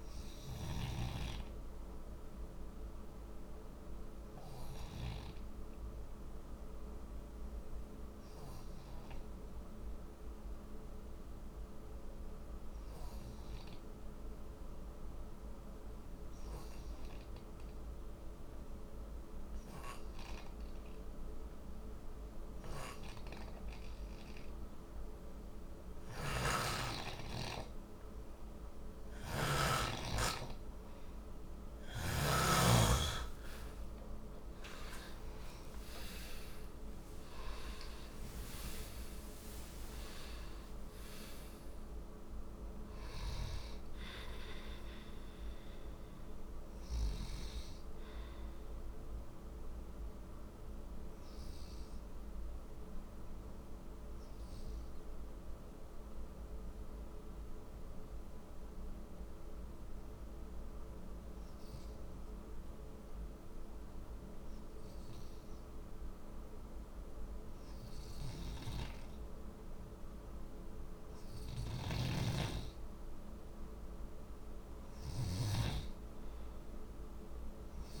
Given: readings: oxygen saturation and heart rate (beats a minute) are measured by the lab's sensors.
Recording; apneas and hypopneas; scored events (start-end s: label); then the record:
breathing in sleep by a room microphone; 2
1.00-28.50 s: obstructive apnea (heart rate 64 before, 49 extreme, up 19 after)
26.00-29.50 s: snoring (device-marked)
33.50-40.00 s: arousal
52.50-70.50 s: obstructive apnea (heart rate 71 before, 50 extreme, up 10 after)
71.50-78.00 s: snoring (device-marked)
73.00-77.00 s: arousal
From the record:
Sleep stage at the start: N2 (light sleep); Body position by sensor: on the back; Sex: male